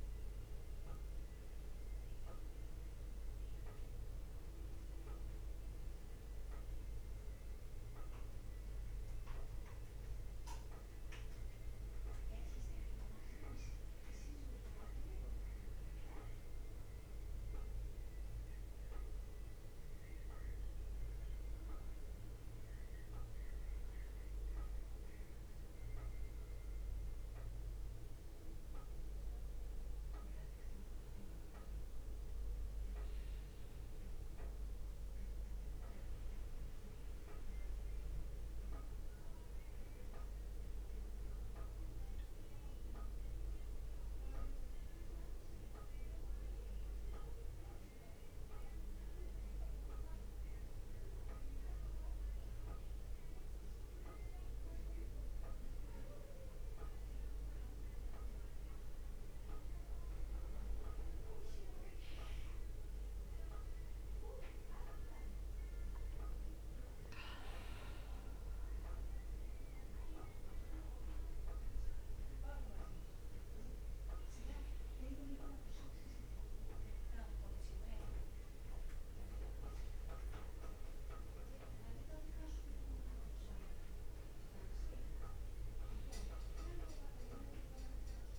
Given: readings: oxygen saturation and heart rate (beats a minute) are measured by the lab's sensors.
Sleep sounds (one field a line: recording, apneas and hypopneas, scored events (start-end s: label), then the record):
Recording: a person awake in a sleep study, hard to hear, by a room microphone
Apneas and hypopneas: none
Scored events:
none scored
From the record:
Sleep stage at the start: awake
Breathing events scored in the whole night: 306 in 4.0 hours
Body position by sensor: on the back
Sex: male